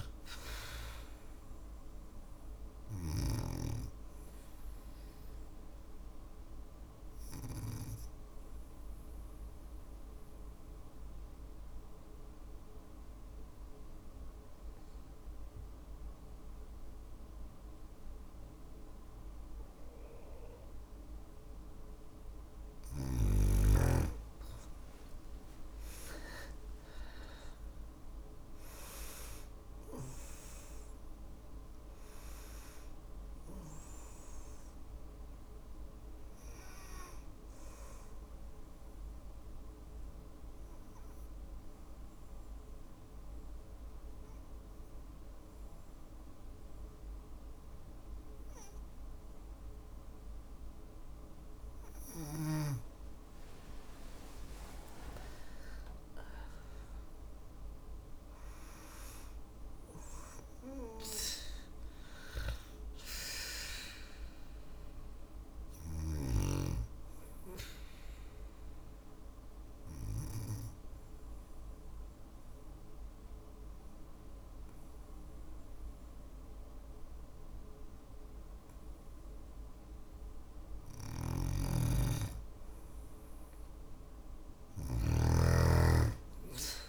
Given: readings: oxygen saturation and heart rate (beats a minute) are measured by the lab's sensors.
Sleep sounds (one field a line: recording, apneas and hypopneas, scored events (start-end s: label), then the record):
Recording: breathing in sleep by a room microphone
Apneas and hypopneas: 3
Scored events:
0.00-14.50 s: oxygen desaturation (device-marked, oxygen 92% lowest, heart rate 53 extreme)
3.50-20.50 s: obstructive apnea (oxygen 97% before, 91% lowest, heart rate 57 before, 53 extreme, up 6 after)
24.50-28.50 s: arousal
28.50-50.50 s: oxygen desaturation (device-marked, oxygen 97% before, 91% lowest, heart rate 56 before, 53 extreme)
38.00-50.50 s: obstructive apnea (oxygen 97% before, 91% lowest, heart rate 57 before, 54 extreme, up 5 after)
53.50-58.00 s: arousal
67.50-80.00 s: obstructive apnea (oxygen 98% before, 93% lowest, heart rate 56 before, 53 extreme, up 2 after)
80.00-84.50 s: snoring (device-marked)
From the record:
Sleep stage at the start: N2 (light sleep)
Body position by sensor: on the back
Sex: female